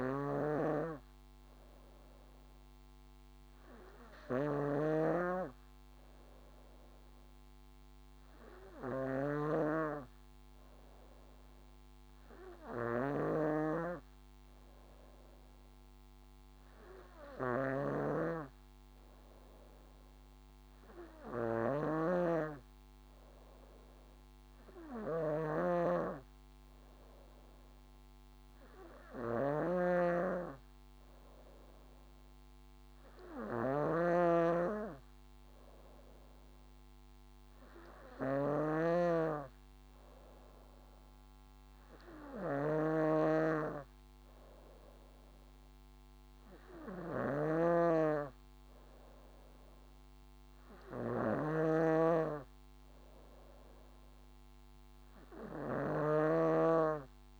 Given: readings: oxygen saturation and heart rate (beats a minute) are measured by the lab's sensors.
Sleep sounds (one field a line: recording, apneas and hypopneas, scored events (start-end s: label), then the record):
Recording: breathing in sleep by a microphone on the trachea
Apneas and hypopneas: none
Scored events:
0.00-57.39 s: snoring (device-marked)
36.00-57.39 s: new sleep stage, N3 (deep sleep)
From the record:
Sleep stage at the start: N2 (light sleep)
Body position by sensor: on the back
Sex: female